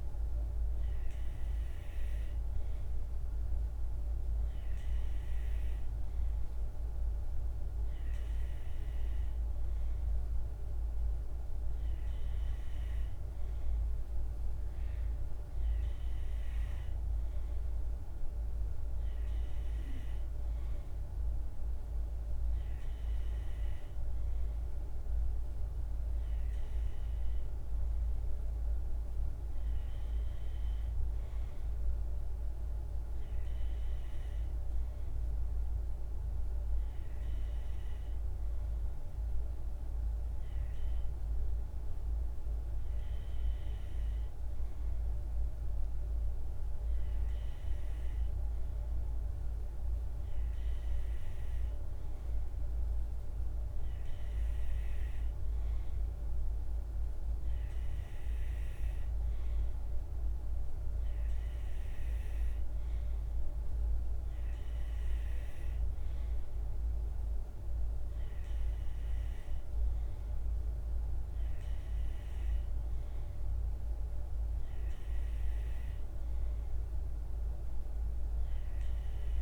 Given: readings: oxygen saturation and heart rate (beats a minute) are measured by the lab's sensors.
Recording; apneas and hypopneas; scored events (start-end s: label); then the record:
breathing in sleep, hard to hear, by a room microphone; none
none scored
From the record:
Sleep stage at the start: N2 (light sleep); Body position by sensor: on the right side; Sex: male